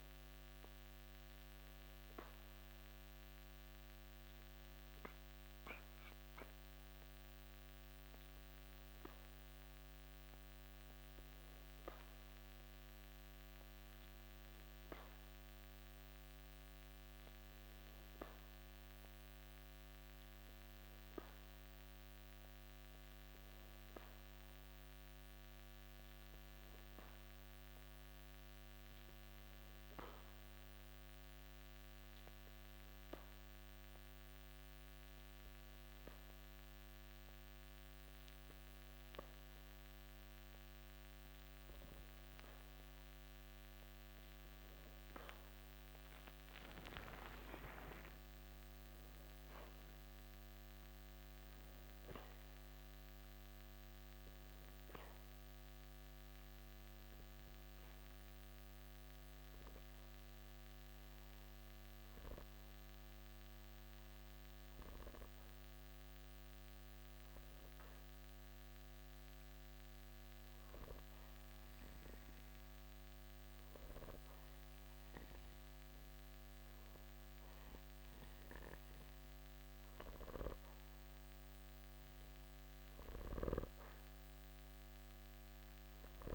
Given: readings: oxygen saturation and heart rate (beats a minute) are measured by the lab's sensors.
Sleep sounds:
breathing in sleep by a microphone on the trachea; 3
0.00-5.00 s: oxygen desaturation (device-marked, oxygen 89% lowest, heart rate 54 extreme)
0.50-12.50 s: hypopnea (oxygen 96% before, 91% lowest, heart rate 55 before, 54 extreme, up 1 after)
14.50-18.50 s: arousal
30.50-43.00 s: hypopnea (oxygen 95% before, 91% lowest, heart rate 55 before, 54 extreme)
46.50-51.50 s: arousal
61.00-80.00 s: obstructive apnea (oxygen 93% before, 91% lowest, heart rate 78 before, 55 extreme, up 2 after)
82.00-86.00 s: arousal
82.00-86.34 s: oxygen desaturation (device-marked, oxygen 95% before, 91% lowest, heart rate 55 before, 55 extreme)
From the record:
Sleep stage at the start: N2 (light sleep); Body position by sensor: on the back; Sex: male

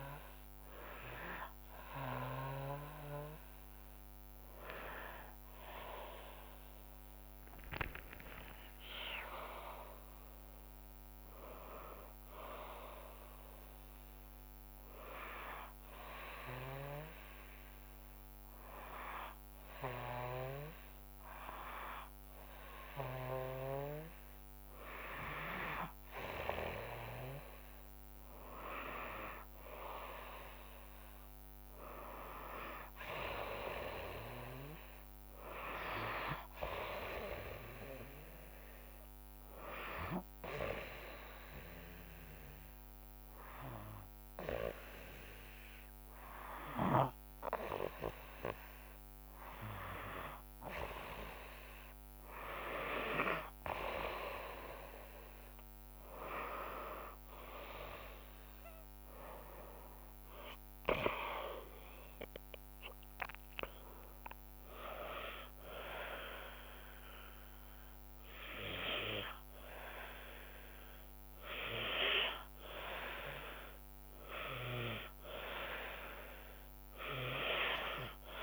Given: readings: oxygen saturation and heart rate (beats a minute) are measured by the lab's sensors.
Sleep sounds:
breathing in sleep by a microphone on the trachea; 1
4.00-10.00 s: tachycardia (device-marked, heart rate 80 before, 140 extreme)
4.50-8.00 s: arousal
7.00-18.00 s: drop in pulse transit time (device-marked, heart rate 75 before, 67 extreme)
19.50-23.50 s: snoring (device-marked)
40.00-50.50 s: hypopnea (oxygen 95% before, 91% lowest, heart rate 70 before, 66 extreme, up 3 after)
57.00-74.00 s: oxygen desaturation (device-marked, oxygen 96% before, 91% lowest, heart rate 68 before, 66 extreme)
58.00-70.00 s: drop in pulse transit time (device-marked, heart rate 68 before, 70 extreme)
58.50-63.00 s: arousal
From the record:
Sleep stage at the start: N2 (light sleep); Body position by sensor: on the back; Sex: female

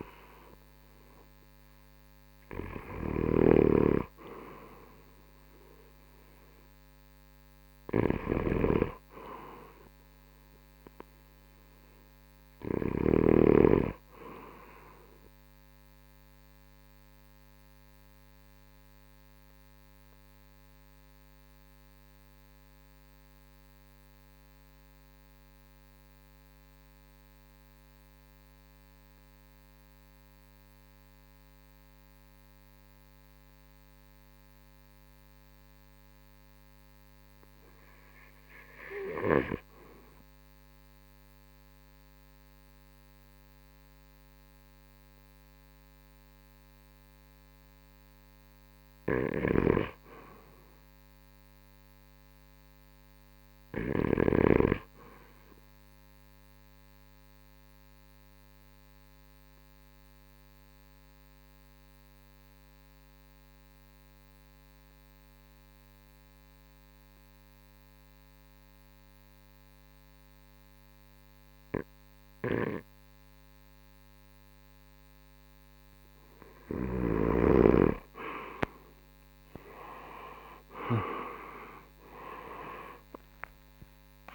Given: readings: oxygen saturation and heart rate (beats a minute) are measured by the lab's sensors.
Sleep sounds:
breathing in sleep by a microphone on the trachea; 2
0.00-4.50 s: oxygen desaturation (device-marked, oxygen 77% lowest, heart rate 62 extreme)
3.00-13.50 s: snoring (device-marked)
16.50-37.00 s: mixed apnea (oxygen 93% before, 76% lowest, heart rate 74 before, 60 extreme, up 14 after)
40.50-67.50 s: oxygen desaturation (device-marked, oxygen 94% before, 79% lowest, heart rate 64 before, 60 extreme)
57.00-76.00 s: obstructive apnea (oxygen 94% before, 74% lowest, heart rate 72 before, 60 extreme, up 24 after)
69.50-80.50 s: oxygen desaturation (device-marked, oxygen 85% before, 79% lowest, heart rate 68 before, 64 extreme)
79.50-84.34 s: arousal
From the record:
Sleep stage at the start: REM sleep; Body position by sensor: on the right side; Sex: male

